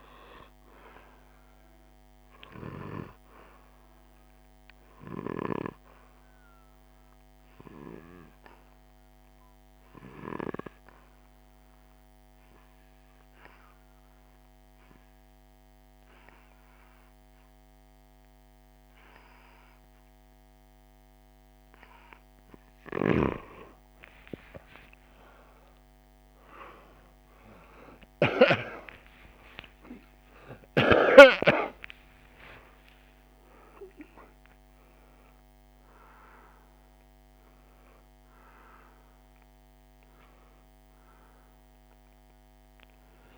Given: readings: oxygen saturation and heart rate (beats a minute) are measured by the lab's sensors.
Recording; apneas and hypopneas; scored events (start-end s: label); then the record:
breathing in sleep by a microphone on the trachea; 1
10.00-21.00 s: hypopnea (oxygen 98% before, 96% lowest, heart rate 54 before, 48 extreme, up 3 after)
23.50-28.00 s: arousal
From the record:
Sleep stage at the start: N2 (light sleep); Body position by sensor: on the back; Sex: male